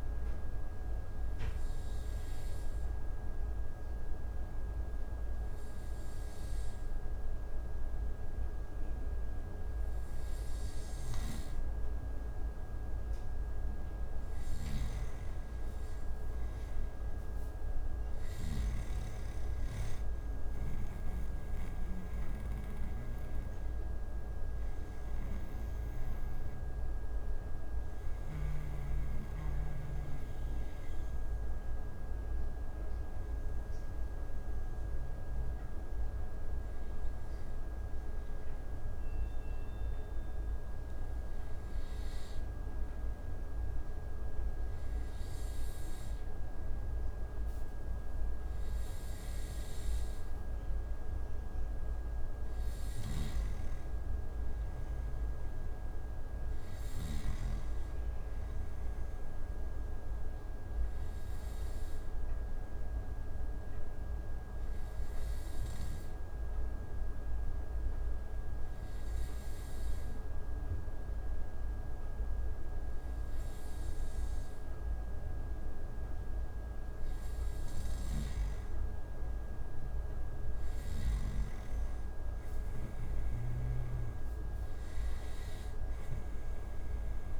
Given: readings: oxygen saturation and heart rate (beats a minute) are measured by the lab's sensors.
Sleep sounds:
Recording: breathing in sleep, hard to hear, by a room microphone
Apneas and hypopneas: 3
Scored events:
0.00-11.00 s: oxygen desaturation (device-marked, oxygen 91% lowest)
0.50-12.50 s: obstructive apnea (oxygen 95% before, 91% lowest)
14.50-18.00 s: arousal
14.50-18.50 s: snoring (device-marked)
20.00-45.00 s: oxygen desaturation (device-marked, oxygen 95% before, 91% lowest)
23.00-50.00 s: hypopnea (oxygen 95% before, 91% lowest)
53.00-57.50 s: snoring (device-marked)
53.50-56.50 s: arousal
62.00-77.00 s: obstructive apnea (oxygen 96% before, 91% lowest)
77.50-81.00 s: snoring (device-marked)
79.50-82.50 s: arousal
85.00-87.40 s: oxygen desaturation (device-marked, oxygen 94% before, 91% lowest)
From the record:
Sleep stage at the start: N2 (light sleep)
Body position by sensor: on the back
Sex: male

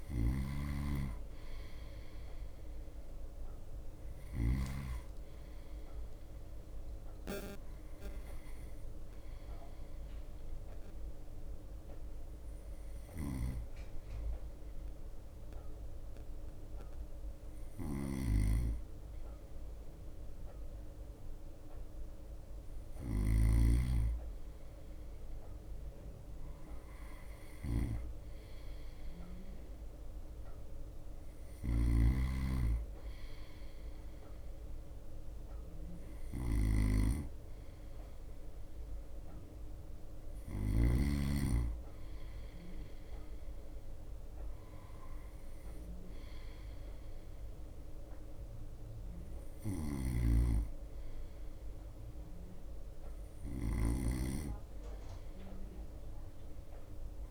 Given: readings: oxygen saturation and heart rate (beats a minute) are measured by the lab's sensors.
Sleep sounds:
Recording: breathing in sleep by a room microphone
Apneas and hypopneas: none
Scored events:
0.00-1.50 s: bradycardia (device-marked, heart rate 55 extreme)
0.00-5.00 s: snoring (device-marked)
8.50-41.50 s: bradycardia (device-marked, heart rate 58 before, 55 extreme)
13.50-24.00 s: snoring (device-marked)
31.50-41.50 s: snoring (device-marked)
44.50-57.31 s: bradycardia (device-marked, heart rate 58 before, 56 extreme)
50.00-54.50 s: snoring (device-marked)
From the record:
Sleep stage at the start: N2 (light sleep)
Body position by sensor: on the right side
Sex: male

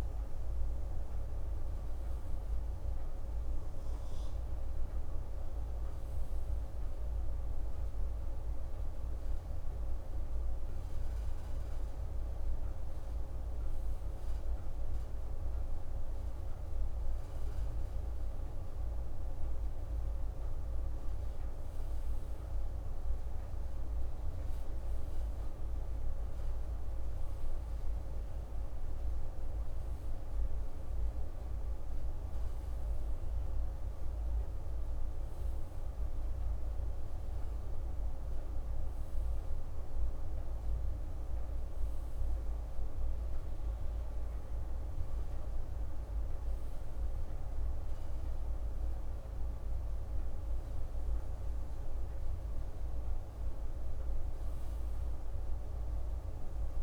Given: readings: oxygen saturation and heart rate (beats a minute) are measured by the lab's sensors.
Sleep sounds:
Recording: breathing in sleep, hard to hear, by a room microphone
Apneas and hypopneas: none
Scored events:
24.00-56.83 s: new sleep stage, REM sleep
From the record:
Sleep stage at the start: N2 (light sleep)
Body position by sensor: on the right side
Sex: male

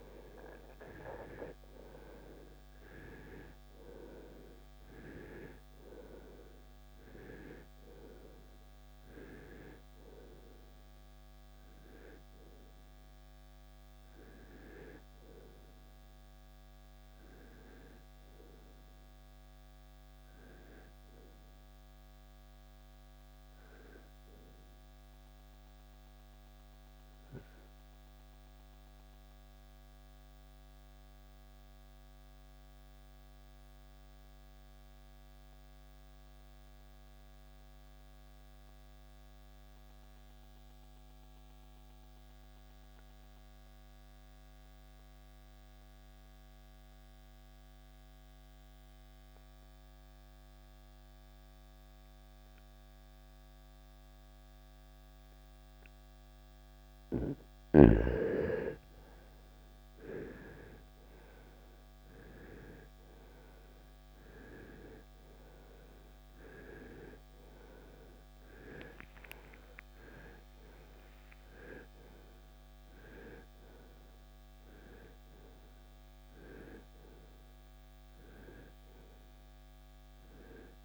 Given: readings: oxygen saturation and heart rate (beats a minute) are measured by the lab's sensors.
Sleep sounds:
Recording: breathing in sleep by a microphone on the trachea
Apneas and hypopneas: 1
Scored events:
0.00-37.50 s: oxygen desaturation (device-marked, oxygen 80% lowest, heart rate 55 extreme)
25.50-56.50 s: obstructive apnea (oxygen 93% before, 80% lowest, heart rate 81 before, 55 extreme, up 2 after)
58.50-80.85 s: oxygen desaturation (device-marked, oxygen 97% before, 81% lowest, heart rate 68 before, 47 extreme)
64.50-69.50 s: arousal
From the record:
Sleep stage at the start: REM sleep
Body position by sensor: on the right side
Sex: male

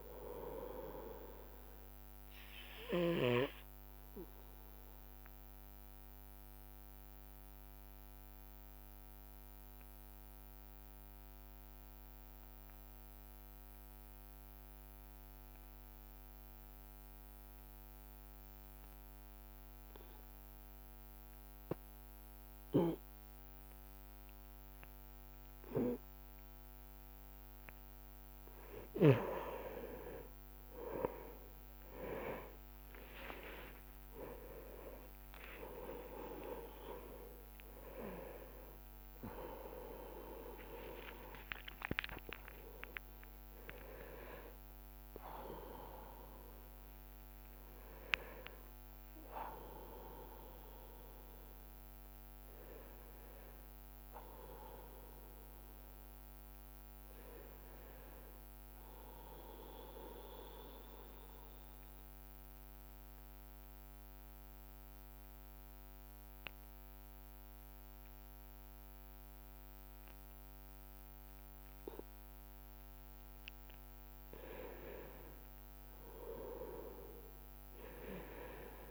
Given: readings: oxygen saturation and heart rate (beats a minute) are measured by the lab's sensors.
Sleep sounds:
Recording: breathing in sleep by a microphone on the trachea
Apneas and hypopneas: 2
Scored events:
0.00-7.50 s: drop in pulse transit time (device-marked, heart rate 47 extreme)
2.50-19.50 s: oxygen desaturation (device-marked, oxygen 98% before, 91% lowest, heart rate 58 before, 48 extreme)
5.00-29.00 s: obstructive apnea (oxygen 98% before, 91% lowest, heart rate 58 before, 48 extreme, up 41 after)
18.50-20.50 s: long interval between heartbeats (device-marked, heart rate 61 before, 62 extreme)
26.50-46.50 s: oxygen desaturation (device-marked, oxygen 98% before, 92% lowest, heart rate 58 before, 52 extreme)
28.00-30.00 s: long interval between heartbeats (device-marked, heart rate 58 before, 59 extreme)
30.50-46.50 s: drop in pulse transit time (device-marked, heart rate 57 before, 49 extreme)
33.50-40.00 s: arousal
35.50-37.50 s: long interval between heartbeats (device-marked, heart rate 55 before, 86 extreme)
55.50-59.50 s: arousal
61.50-73.50 s: obstructive apnea (oxygen 99% before, 93% lowest)
67.00-69.00 s: long interval between heartbeats (device-marked, heart rate 68 before, 60 extreme)
70.00-72.00 s: long interval between heartbeats (device-marked, heart rate 65 before, 53 extreme)
74.00-76.00 s: long interval between heartbeats (device-marked, heart rate 61 before, 35 extreme)
75.50-78.91 s: arousal
From the record:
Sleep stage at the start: N2 (light sleep)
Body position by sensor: on the right side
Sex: male

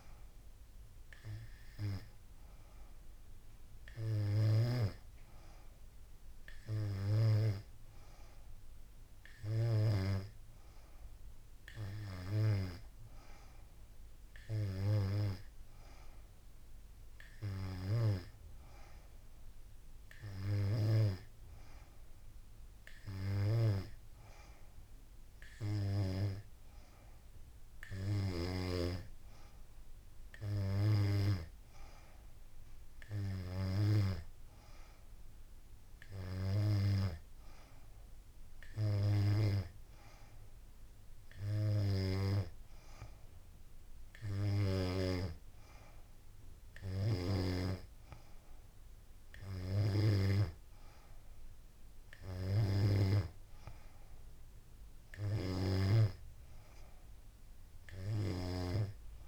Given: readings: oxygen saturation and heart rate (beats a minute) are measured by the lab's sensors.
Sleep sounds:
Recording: breathing in sleep by a room microphone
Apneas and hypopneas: none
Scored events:
none scored
From the record:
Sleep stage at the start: N3 (deep sleep)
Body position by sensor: on the back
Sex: female

